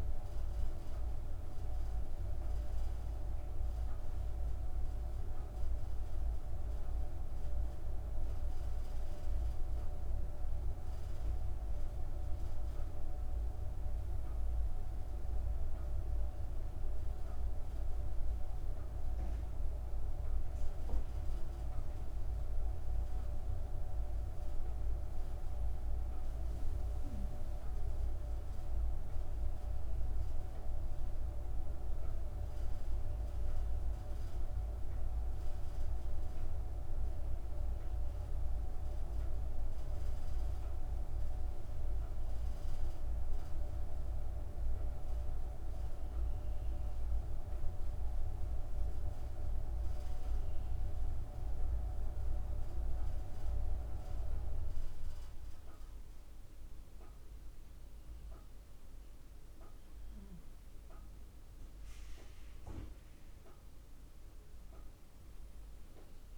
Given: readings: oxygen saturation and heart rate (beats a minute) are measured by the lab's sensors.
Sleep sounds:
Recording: breathing in sleep by a room microphone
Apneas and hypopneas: 1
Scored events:
28.50-32.50 s: arousal
35.00-50.00 s: central apnea (oxygen 97% before, 95% lowest, heart rate 56 before, 51 extreme, up 5 after)
52.50-57.00 s: arousal
From the record:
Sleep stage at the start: N1 (lightest sleep)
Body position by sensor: on the back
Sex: female

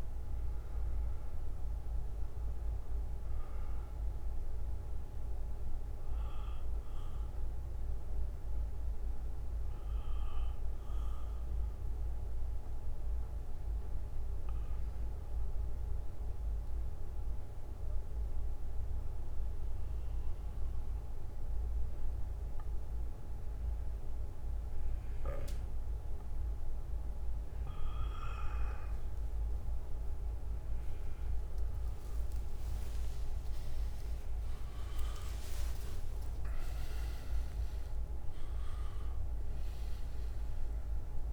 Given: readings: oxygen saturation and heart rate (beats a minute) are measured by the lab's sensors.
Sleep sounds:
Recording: breathing in sleep, hard to hear, by a room microphone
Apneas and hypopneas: 1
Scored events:
6.00-9.00 s: bradycardia (device-marked, heart rate 61 before, 57 extreme)
7.00-29.50 s: obstructive apnea (oxygen 96% before, 91% lowest, heart rate 64 before, 50 extreme, up 20 after)
10.00-13.00 s: bradycardia (device-marked, heart rate 61 before, 53 extreme)
10.00-27.00 s: oxygen desaturation (device-marked, oxygen 94% before, 91% lowest, heart rate 64 before, 50 extreme)
14.00-18.00 s: bradycardia (device-marked, heart rate 61 before, 51 extreme)
32.50-37.00 s: arousal
From the record:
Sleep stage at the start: N2 (light sleep)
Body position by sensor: on the back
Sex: male

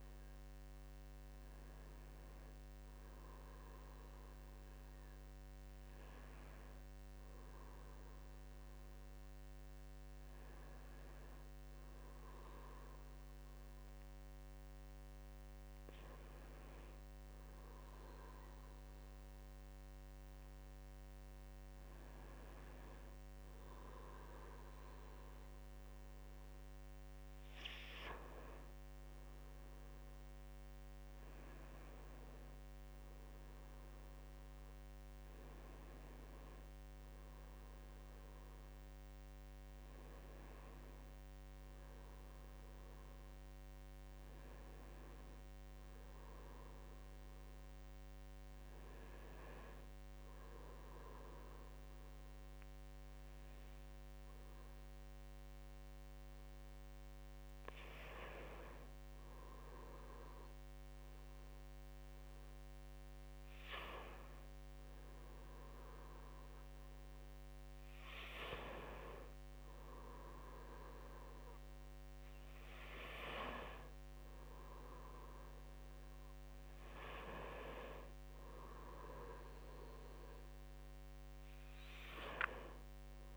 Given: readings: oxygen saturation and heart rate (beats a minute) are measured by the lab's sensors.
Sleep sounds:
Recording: breathing in sleep by a microphone on the trachea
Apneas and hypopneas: none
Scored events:
none scored
From the record:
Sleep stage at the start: N2 (light sleep)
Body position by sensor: on the right side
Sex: male

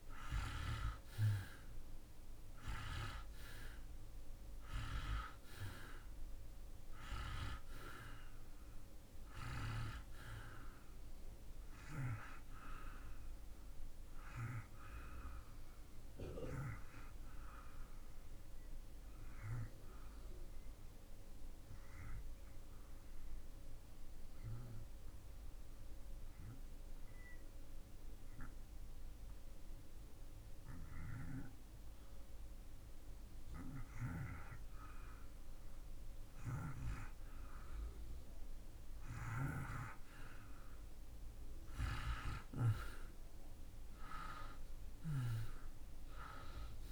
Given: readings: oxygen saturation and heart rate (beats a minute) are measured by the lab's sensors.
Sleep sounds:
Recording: breathing in sleep by a room microphone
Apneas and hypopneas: 1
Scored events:
0.00-29.00 s: oxygen desaturation (device-marked, oxygen 79% lowest)
19.00-32.50 s: obstructive apnea (oxygen 96% before, 81% lowest)
34.50-38.00 s: arousal
42.00-46.92 s: oxygen desaturation (device-marked, oxygen 94% before, 81% lowest)
From the record:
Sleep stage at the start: REM sleep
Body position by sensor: on the back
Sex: male

